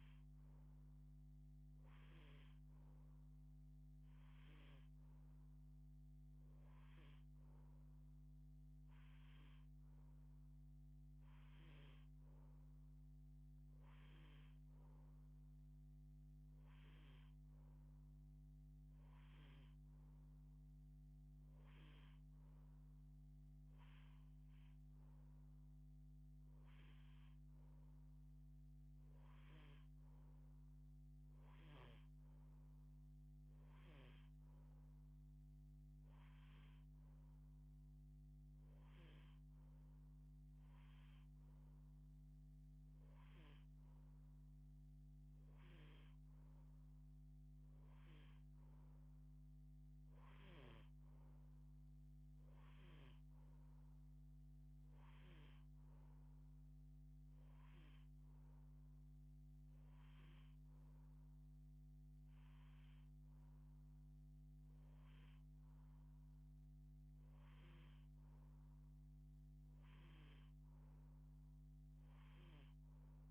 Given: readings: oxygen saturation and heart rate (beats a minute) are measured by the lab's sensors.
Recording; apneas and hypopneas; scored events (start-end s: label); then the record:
breathing in sleep, hard to hear, by a microphone on the trachea; none
none scored
From the record:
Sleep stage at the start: N2 (light sleep); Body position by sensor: on the left side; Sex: female